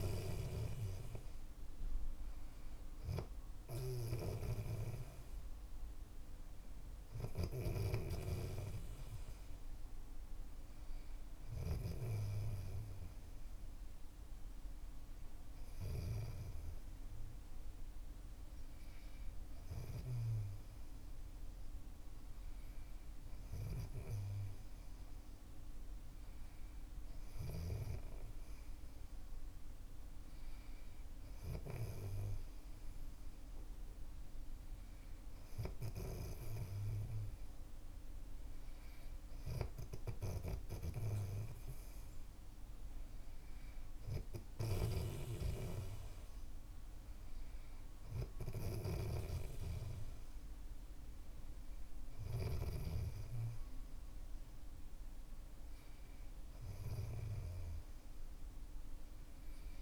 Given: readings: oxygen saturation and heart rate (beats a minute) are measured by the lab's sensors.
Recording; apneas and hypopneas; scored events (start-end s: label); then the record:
breathing in sleep by a room microphone; none
7.50-12.00 s: snoring (device-marked)
44.50-53.00 s: snoring (device-marked)
From the record:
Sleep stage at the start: N3 (deep sleep); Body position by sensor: on the back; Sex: male